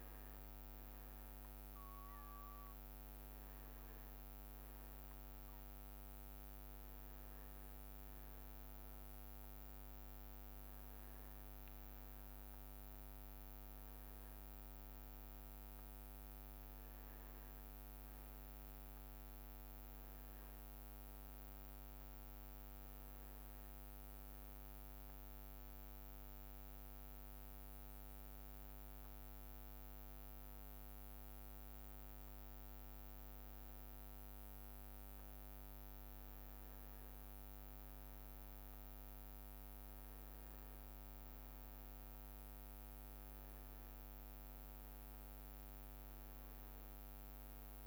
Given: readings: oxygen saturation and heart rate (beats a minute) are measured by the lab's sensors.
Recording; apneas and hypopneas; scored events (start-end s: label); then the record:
breathing in sleep, hard to hear, by a microphone on the trachea; 1
14.50-44.50 s: new sleep stage, N2 (light sleep)
15.50-19.50 s: arousal
19.50-24.00 s: leg movement (device-marked)
24.00-36.00 s: hypopnea (oxygen 97% before, 94% lowest, heart rate 73 before, 68 extreme, up 2 after)
38.00-42.00 s: arousal
44.50-47.87 s: new sleep stage, N1 (lightest sleep)
From the record:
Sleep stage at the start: N1 (lightest sleep); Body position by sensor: on the back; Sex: male